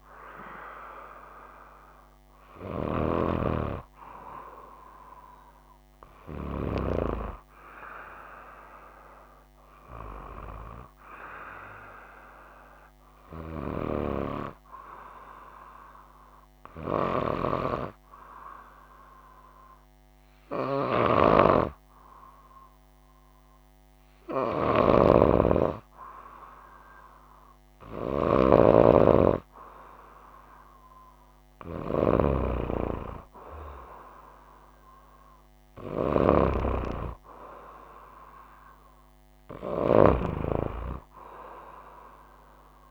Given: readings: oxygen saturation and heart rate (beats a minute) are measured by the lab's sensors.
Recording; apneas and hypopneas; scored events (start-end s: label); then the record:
breathing in sleep by a microphone on the trachea; 1
13.00-24.00 s: hypopnea (oxygen 96% before, 95% lowest, heart rate 65 before, 58 extreme, up 4 after)
26.50-29.00 s: arousal
From the record:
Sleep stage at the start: N2 (light sleep); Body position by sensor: on the right side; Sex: female